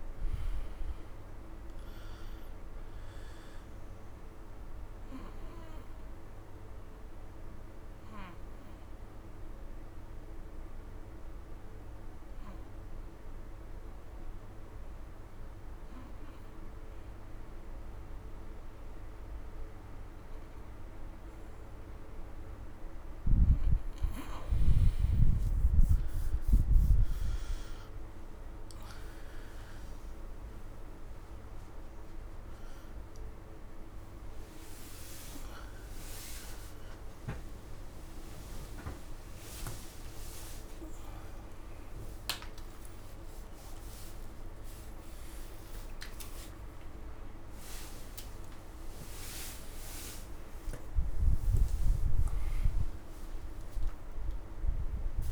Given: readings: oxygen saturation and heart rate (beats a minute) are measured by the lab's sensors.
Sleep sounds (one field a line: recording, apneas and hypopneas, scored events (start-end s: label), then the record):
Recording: a person partly awake in a sleep study, by a room microphone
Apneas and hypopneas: 1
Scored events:
0.00-2.00 s: arousal
4.50-17.50 s: oxygen desaturation (device-marked, oxygen 99% before, 89% lowest, heart rate 84 before, 56 extreme)
8.00-23.00 s: obstructive apnea (oxygen 99% before, 87% lowest, heart rate 88 before, 56 extreme, up 38 after)
22.50-50.50 s: oxygen desaturation (device-marked, oxygen 97% before, 87% lowest, heart rate 125 before, 56 extreme)
36.50-55.32 s: new sleep stage, awake
From the record:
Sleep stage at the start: N2 (light sleep)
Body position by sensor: on the right side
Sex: male